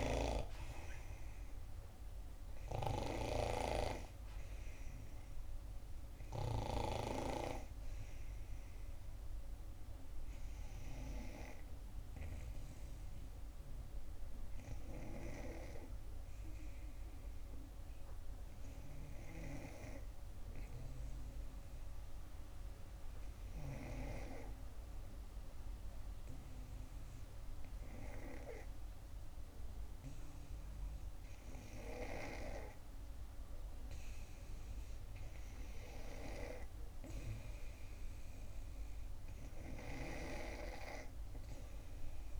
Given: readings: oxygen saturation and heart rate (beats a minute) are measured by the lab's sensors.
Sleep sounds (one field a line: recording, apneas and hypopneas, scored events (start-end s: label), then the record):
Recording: breathing in sleep by a room microphone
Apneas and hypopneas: 1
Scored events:
0.00-1.00 s: arousal
0.00-7.00 s: snoring (device-marked)
0.00-15.00 s: oxygen desaturation (device-marked, oxygen 92% lowest, heart rate 62 extreme)
16.50-18.50 s: long interval between heartbeats (device-marked, heart rate 66 before, 70 extreme)
18.50-31.00 s: obstructive apnea (oxygen 96% before, 89% lowest, heart rate 67 before, 63 extreme, up 3 after)
33.50-37.50 s: arousal
From the record:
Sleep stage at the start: N2 (light sleep)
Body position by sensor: on the back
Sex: female